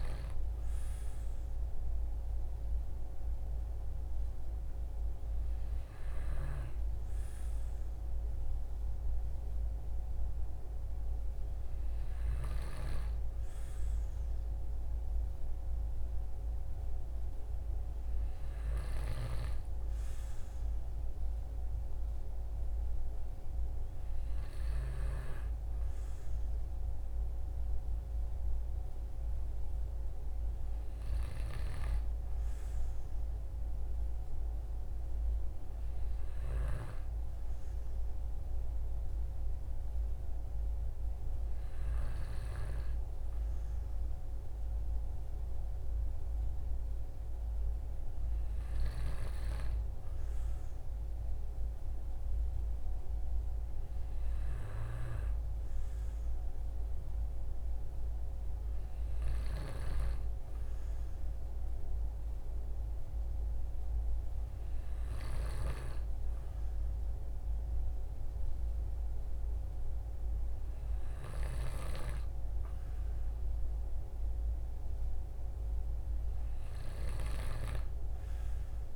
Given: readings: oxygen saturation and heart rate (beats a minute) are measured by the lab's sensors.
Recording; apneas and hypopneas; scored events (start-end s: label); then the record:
breathing in sleep by a room microphone; none
none scored
From the record:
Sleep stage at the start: N2 (light sleep); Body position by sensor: on the back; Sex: male